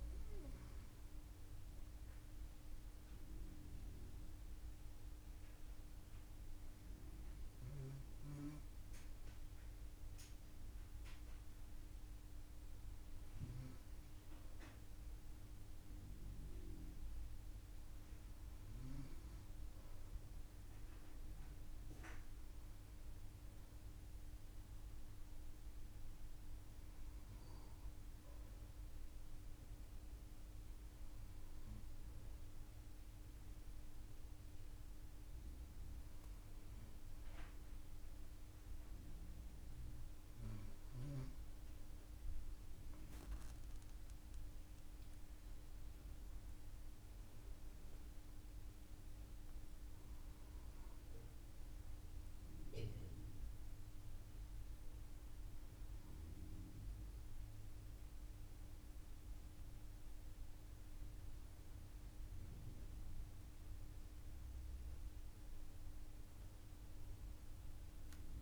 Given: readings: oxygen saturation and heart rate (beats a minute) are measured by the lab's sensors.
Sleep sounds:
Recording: breathing in sleep, hard to hear, by a room microphone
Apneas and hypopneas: none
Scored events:
none scored
From the record:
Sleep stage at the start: N2 (light sleep)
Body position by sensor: upright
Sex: female

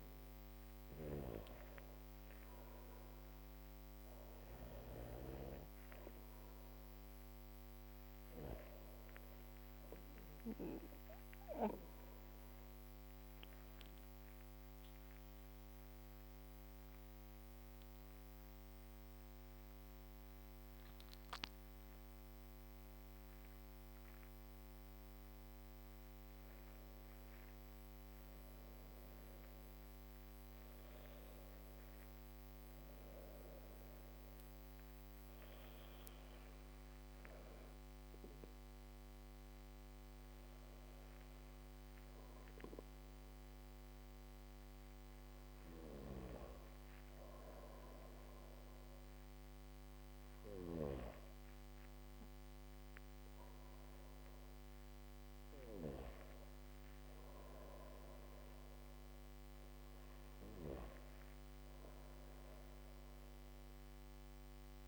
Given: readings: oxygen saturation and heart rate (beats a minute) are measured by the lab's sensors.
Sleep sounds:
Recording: breathing in sleep by a microphone on the trachea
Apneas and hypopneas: 1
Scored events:
14.50-29.50 s: drop in pulse transit time (device-marked, heart rate 70 before, 72 extreme)
20.00-24.00 s: arousal
33.50-46.50 s: hypopnea (oxygen 100% before, 96% lowest, heart rate 75 before, 55 extreme, up 6 after)
48.50-52.50 s: arousal
From the record:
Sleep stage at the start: N2 (light sleep)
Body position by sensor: on the back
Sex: female

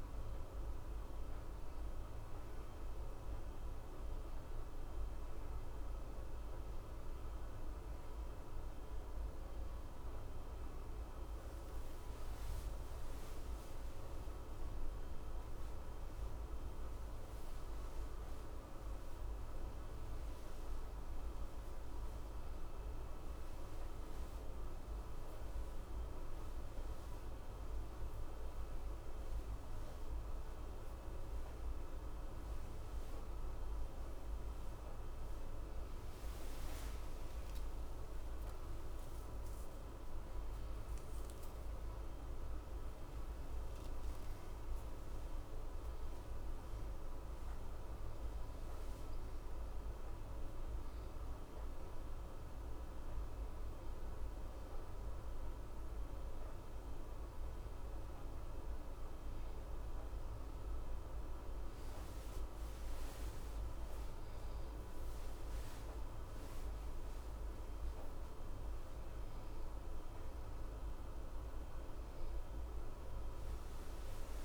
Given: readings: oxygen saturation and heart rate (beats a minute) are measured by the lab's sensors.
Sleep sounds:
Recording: breathing in sleep, hard to hear, by a room microphone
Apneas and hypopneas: none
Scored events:
38.00-43.00 s: arousal
From the record:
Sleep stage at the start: N1 (lightest sleep)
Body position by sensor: on the left side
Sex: male

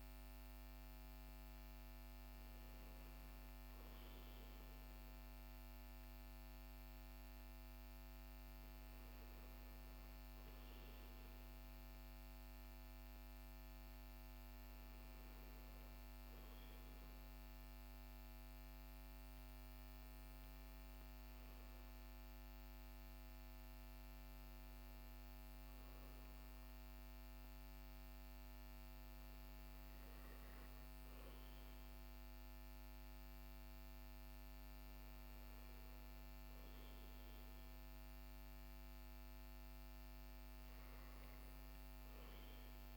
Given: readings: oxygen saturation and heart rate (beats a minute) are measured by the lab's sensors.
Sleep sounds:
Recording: breathing in sleep, hard to hear, by a microphone on the trachea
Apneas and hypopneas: none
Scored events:
none scored
From the record:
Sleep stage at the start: REM sleep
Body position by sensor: on the back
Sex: male

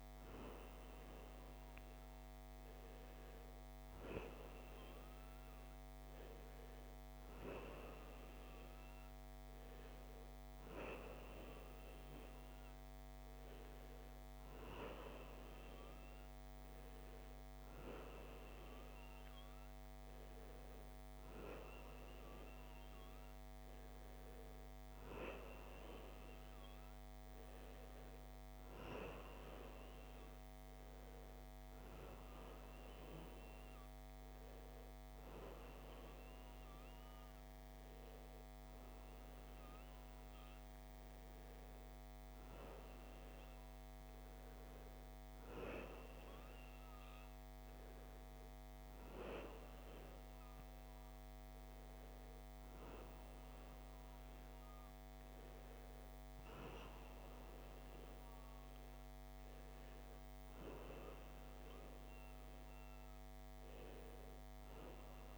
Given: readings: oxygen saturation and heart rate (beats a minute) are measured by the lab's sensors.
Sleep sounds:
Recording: breathing in sleep by a microphone on the trachea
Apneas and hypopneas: none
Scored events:
none scored
From the record:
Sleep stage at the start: N1 (lightest sleep)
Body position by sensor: on the right side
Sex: male

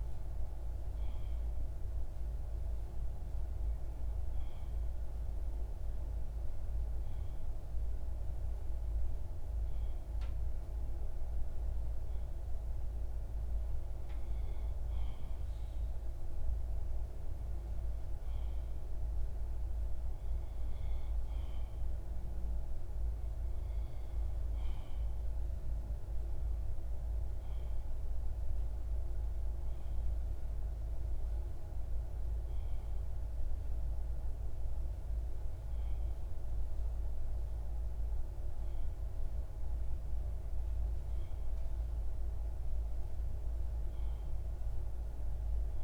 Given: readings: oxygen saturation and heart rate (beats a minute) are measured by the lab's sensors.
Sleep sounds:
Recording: breathing in sleep, hard to hear, by a room microphone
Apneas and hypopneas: none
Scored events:
18.50-45.84 s: new sleep stage, REM sleep
From the record:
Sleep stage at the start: N2 (light sleep)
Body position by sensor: on the left side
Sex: male

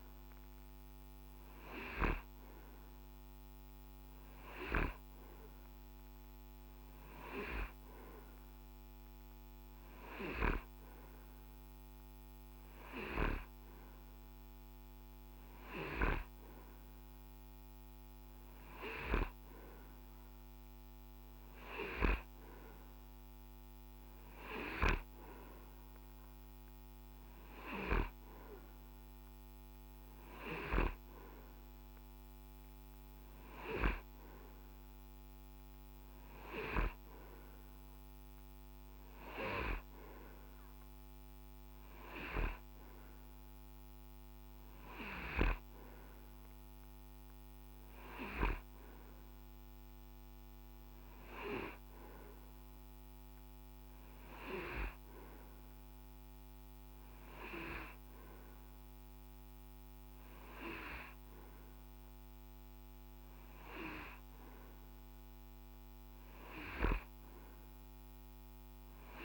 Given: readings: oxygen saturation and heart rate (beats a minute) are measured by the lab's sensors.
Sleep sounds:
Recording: breathing in sleep by a microphone on the trachea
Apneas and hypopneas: none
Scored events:
none scored
From the record:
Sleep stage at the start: N2 (light sleep)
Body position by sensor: on the right side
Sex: male

